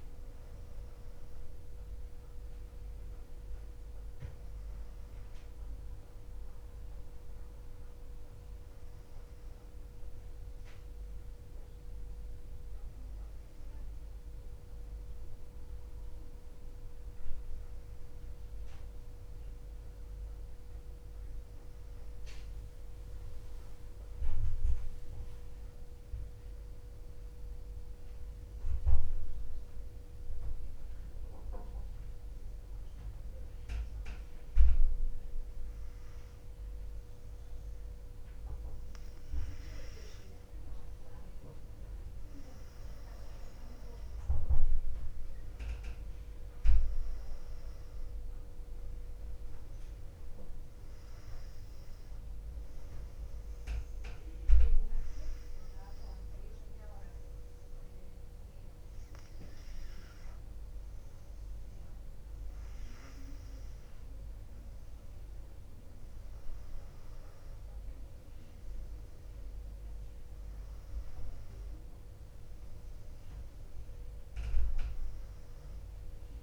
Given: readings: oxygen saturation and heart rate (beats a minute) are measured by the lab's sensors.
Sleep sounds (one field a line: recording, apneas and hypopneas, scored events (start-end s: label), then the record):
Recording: breathing in sleep, hard to hear, by a room microphone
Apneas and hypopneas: 2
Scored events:
28.50-40.50 s: hypopnea (oxygen 98% before, 94% lowest, heart rate 58 before, 57 extreme, up 4 after)
43.00-62.00 s: oxygen desaturation (device-marked, oxygen 98% before, 94% lowest, heart rate 59 before, 58 extreme)
43.50-47.50 s: arousal
54.50-65.00 s: hypopnea (oxygen 98% before, 93% lowest, heart rate 59 before, 58 extreme, up 2 after)
69.00-73.00 s: arousal
From the record:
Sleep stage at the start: N2 (light sleep)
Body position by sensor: on the back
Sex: female